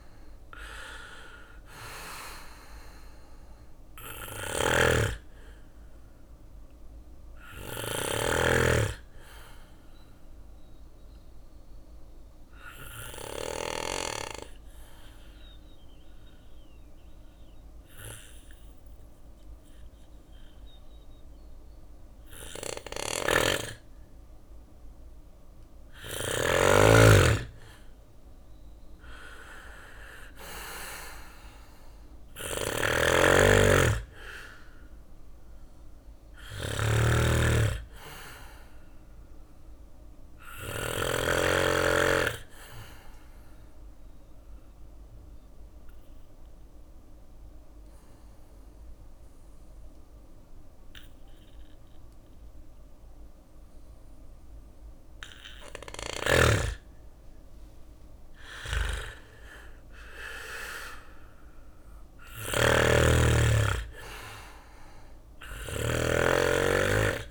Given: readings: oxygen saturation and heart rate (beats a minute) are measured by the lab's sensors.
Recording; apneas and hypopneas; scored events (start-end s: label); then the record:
breathing in sleep by a room microphone; 2
0.00-8.00 s: drop in pulse transit time (device-marked, heart rate 58 extreme)
3.00-13.00 s: snoring (device-marked)
8.00-21.00 s: oxygen desaturation (device-marked, oxygen 97% before, 92% lowest, heart rate 61 before, 58 extreme)
8.50-23.50 s: obstructive apnea (oxygen 97% before, 92% lowest, heart rate 61 before, 58 extreme, up 5 after)
11.00-17.00 s: bradycardia (device-marked, heart rate 62 before, 58 extreme)
22.00-25.50 s: snoring (device-marked)
26.00-38.00 s: drop in pulse transit time (device-marked, heart rate 60 before, 61 extreme)
26.50-31.00 s: arousal
31.50-40.00 s: snoring (device-marked)
34.00-49.00 s: oxygen desaturation (device-marked, oxygen 99% before, 93% lowest, heart rate 61 before, 57 extreme)
42.50-54.50 s: obstructive apnea (oxygen 99% before, 92% lowest, heart rate 62 before, 57 extreme, up 5 after)
56.00-58.00 s: long interval between heartbeats (device-marked, heart rate 61 before, 62 extreme)
57.50-61.00 s: arousal
57.50-65.00 s: snoring (device-marked)
59.00-61.00 s: bradycardia (device-marked, heart rate 63 before, 64 extreme)
62.00-67.31 s: bradycardia (device-marked, heart rate 63 before, 57 extreme)
66.00-67.31 s: oxygen desaturation (device-marked, oxygen 98% before, 93% lowest, heart rate 62 before, 57 extreme)
From the record:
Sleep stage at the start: N2 (light sleep); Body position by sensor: on the back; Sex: male